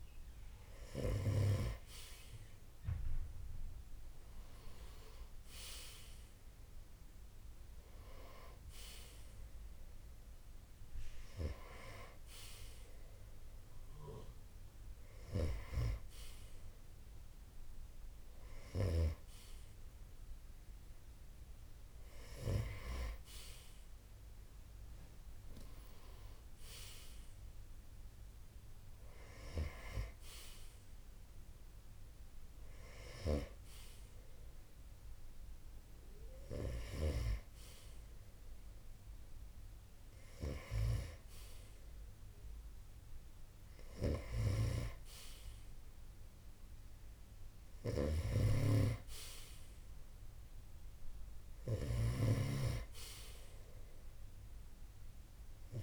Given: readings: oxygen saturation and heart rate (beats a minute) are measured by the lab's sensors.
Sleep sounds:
breathing in sleep by a room microphone; none
47.50-55.83 s: snoring (device-marked)
From the record:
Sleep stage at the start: N2 (light sleep); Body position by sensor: on the right side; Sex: male

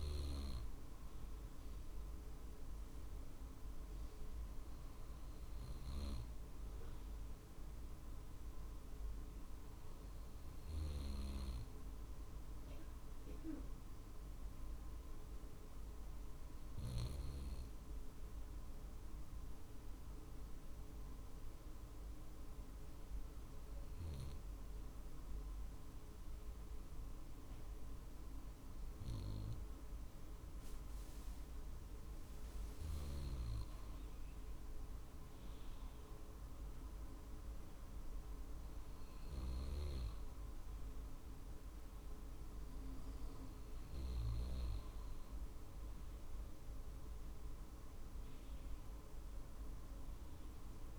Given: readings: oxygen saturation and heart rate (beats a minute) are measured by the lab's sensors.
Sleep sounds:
breathing in sleep by a room microphone; 1
8.50-12.50 s: arousal
15.50-30.50 s: hypopnea (oxygen 95% before, 95% lowest, heart rate 50 before, 48 extreme, up 4 after)
33.00-37.00 s: arousal
37.50-50.98 s: drop in pulse transit time (device-marked, heart rate 49 before, 49 extreme)
From the record:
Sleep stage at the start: N2 (light sleep); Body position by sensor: on the right side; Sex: male

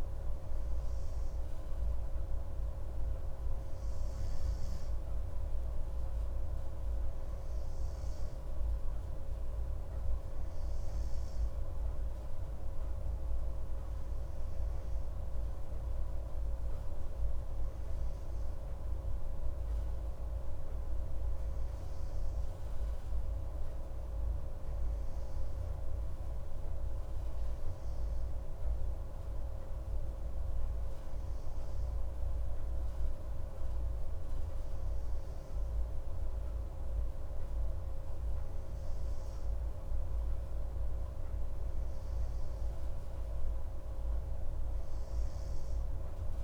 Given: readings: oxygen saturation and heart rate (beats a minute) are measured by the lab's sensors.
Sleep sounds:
breathing in sleep, hard to hear, by a room microphone; none
none scored
From the record:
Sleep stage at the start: N2 (light sleep); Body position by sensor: on the right side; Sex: male

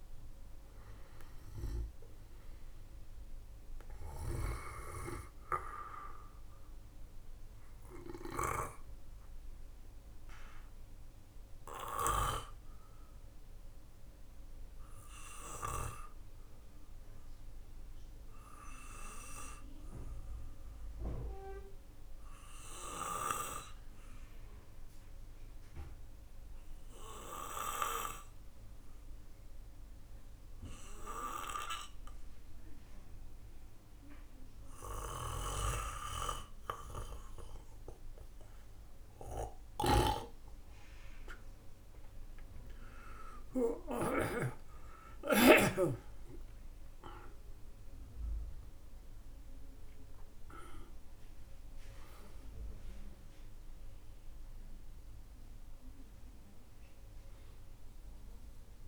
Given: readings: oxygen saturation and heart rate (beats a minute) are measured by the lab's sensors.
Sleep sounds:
breathing in sleep by a room microphone; 1
7.50-37.50 s: obstructive apnea (oxygen 99% before, 93% lowest, heart rate 59 before, 45 extreme, up 4 after)
34.50-44.00 s: snoring (device-marked)
42.00-47.50 s: arousal
51.50-58.88 s: oxygen desaturation (device-marked, oxygen 96% before, 93% lowest, heart rate 60 before, 45 extreme)
From the record:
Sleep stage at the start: N2 (light sleep); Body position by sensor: on the back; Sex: male

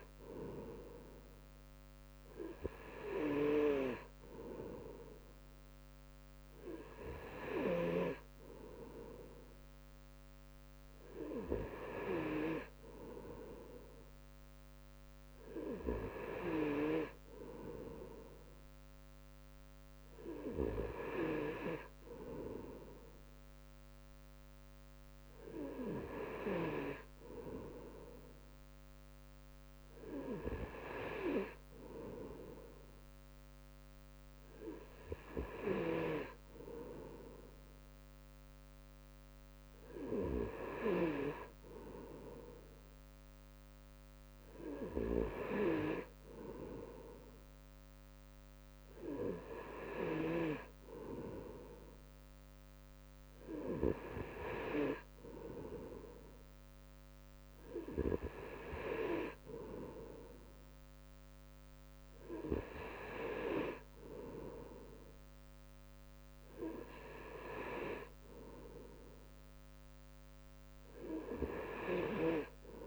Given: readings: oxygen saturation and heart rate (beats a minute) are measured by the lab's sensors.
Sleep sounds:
breathing in sleep by a microphone on the trachea; none
none scored
From the record:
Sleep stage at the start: N3 (deep sleep); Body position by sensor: on the right side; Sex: male

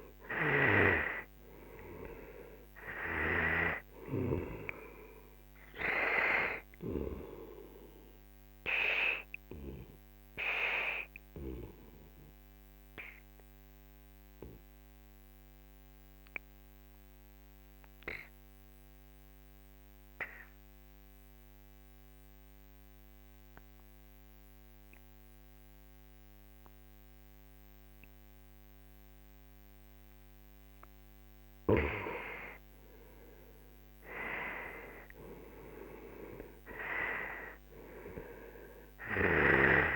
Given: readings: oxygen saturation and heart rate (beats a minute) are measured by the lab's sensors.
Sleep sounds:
breathing in sleep by a microphone on the trachea; 1
0.50-17.50 s: oxygen desaturation (device-marked, oxygen 98% before, 91% lowest, heart rate 51 before, 44 extreme)
8.50-31.00 s: obstructive apnea (oxygen 98% before, 91% lowest, heart rate 54 before, 41 extreme, up 15 after)
31.50-35.50 s: arousal
32.50-39.96 s: oxygen desaturation (device-marked, oxygen 97% before, 91% lowest, heart rate 49 before, 41 extreme)
From the record:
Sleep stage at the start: N2 (light sleep); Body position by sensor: on the right side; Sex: male

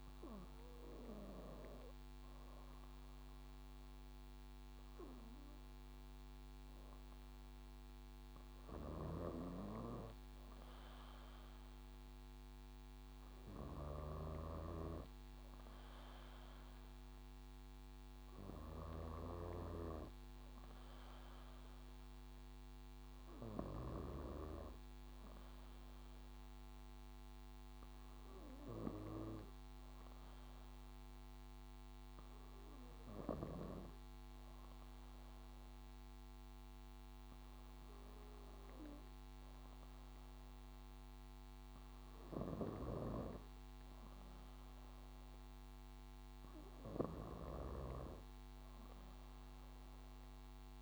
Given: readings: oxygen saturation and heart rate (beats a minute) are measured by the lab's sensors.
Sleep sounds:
breathing in sleep by a microphone on the trachea; none
8.50-24.00 s: snoring (device-marked)
26.00-46.00 s: drop in pulse transit time (device-marked, heart rate 62 before, 67 extreme)
42.00-50.82 s: snoring (device-marked)
47.00-50.82 s: new sleep stage, awake
From the record:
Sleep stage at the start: N2 (light sleep); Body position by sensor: on the back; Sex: female

